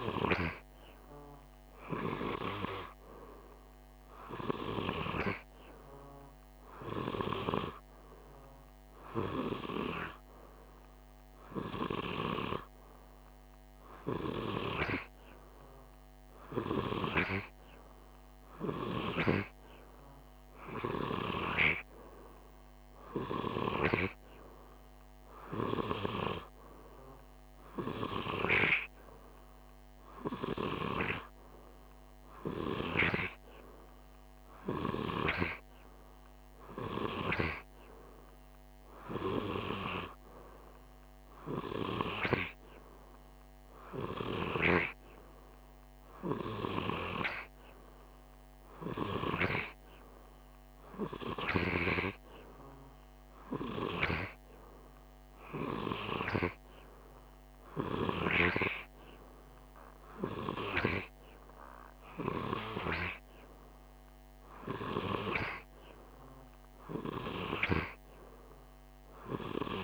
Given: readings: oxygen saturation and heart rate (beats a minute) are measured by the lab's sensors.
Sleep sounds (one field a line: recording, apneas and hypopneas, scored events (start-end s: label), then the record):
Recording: breathing in sleep by a microphone on the trachea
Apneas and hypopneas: none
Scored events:
none scored
From the record:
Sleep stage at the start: N2 (light sleep)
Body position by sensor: on the right side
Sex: male